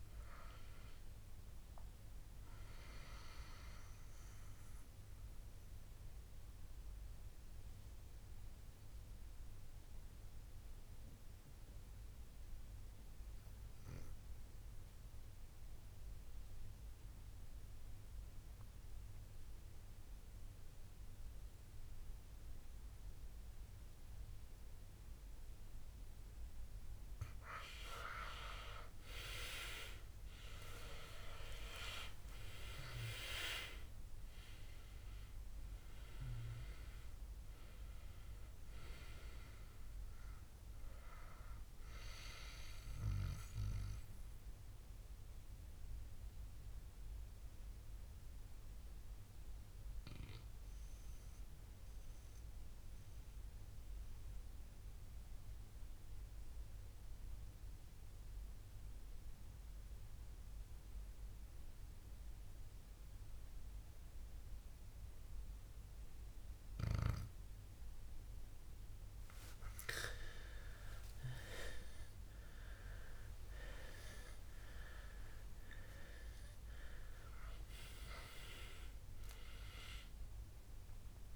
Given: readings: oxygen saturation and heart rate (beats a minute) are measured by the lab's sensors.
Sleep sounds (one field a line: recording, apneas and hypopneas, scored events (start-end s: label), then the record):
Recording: breathing in sleep by a room microphone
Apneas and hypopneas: 2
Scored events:
0.00-17.00 s: oxygen desaturation (device-marked, oxygen 93% lowest, heart rate 60 extreme)
3.00-27.50 s: mixed apnea (oxygen 97% before, 92% lowest, heart rate 70 before, 57 extreme, up 13 after)
29.00-34.00 s: arousal
37.00-52.00 s: oxygen desaturation (device-marked, oxygen 97% before, 93% lowest, heart rate 69 before, 57 extreme)
43.50-69.50 s: mixed apnea (oxygen 98% before, 92% lowest, heart rate 72 before, 57 extreme, up 19 after)
70.00-81.36 s: oxygen desaturation (device-marked, oxygen 98% before, 92% lowest, heart rate 60 before, 58 extreme)
70.50-76.50 s: arousal
From the record:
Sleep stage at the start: N2 (light sleep)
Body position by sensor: on the back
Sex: male